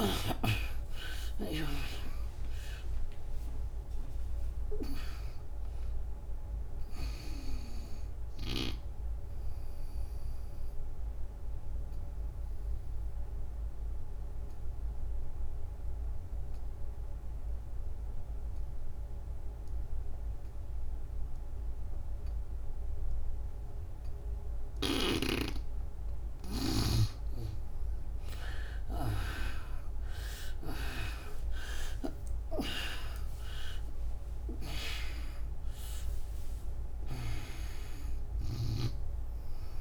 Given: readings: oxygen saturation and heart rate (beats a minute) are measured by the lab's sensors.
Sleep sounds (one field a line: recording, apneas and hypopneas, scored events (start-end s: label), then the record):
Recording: breathing in sleep by a room microphone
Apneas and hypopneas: 1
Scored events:
0.00-1.50 s: arousal
0.00-23.50 s: oxygen desaturation (device-marked, oxygen 75% lowest, heart rate 63 extreme)
9.50-24.50 s: obstructive apnea (oxygen 97% before, 75% lowest, heart rate 83 before, 63 extreme, up 21 after)
25.50-39.81 s: oxygen desaturation (device-marked, oxygen 98% before, 77% lowest, heart rate 79 before, 67 extreme)
28.50-33.00 s: arousal
From the record:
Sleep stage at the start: N2 (light sleep)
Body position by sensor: on the back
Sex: female